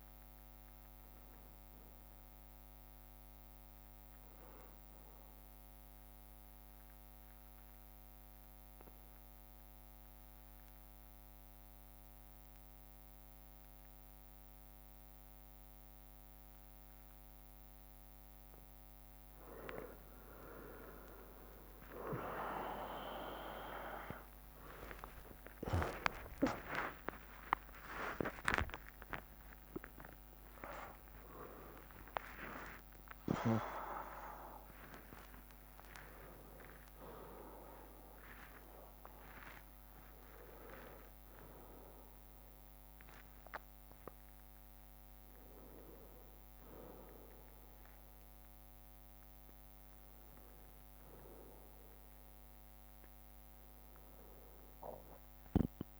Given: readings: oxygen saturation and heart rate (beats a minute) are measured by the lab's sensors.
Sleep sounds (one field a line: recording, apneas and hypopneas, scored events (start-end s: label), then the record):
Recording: breathing in sleep by a microphone on the trachea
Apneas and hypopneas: 1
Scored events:
2.50-16.50 s: bradycardia (device-marked, heart rate 62 before, 58 extreme)
6.00-19.50 s: obstructive apnea (oxygen 96% before, 93% lowest, heart rate 63 before, 58 extreme)
19.50-37.50 s: oxygen desaturation (device-marked, oxygen 96% before, 93% lowest, heart rate 60 before, 65 extreme)
21.50-32.50 s: drop in pulse transit time (device-marked, heart rate 59 before, 61 extreme)
21.50-32.50 s: tachycardia (device-marked, heart rate 62 before, 157 extreme)
23.50-31.00 s: arousal
25.50-27.50 s: long interval between heartbeats (device-marked, heart rate 63 before, 112 extreme)
27.50-29.50 s: long interval between heartbeats (device-marked, heart rate 69 before, 136 extreme)
30.00-32.00 s: long interval between heartbeats (device-marked, heart rate 78 before, 138 extreme)
34.00-36.00 s: long interval between heartbeats (device-marked, heart rate 93 before, 113 extreme)
35.50-55.99 s: new sleep stage, N1 (lightest sleep)
From the record:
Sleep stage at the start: N2 (light sleep)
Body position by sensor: on the right side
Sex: male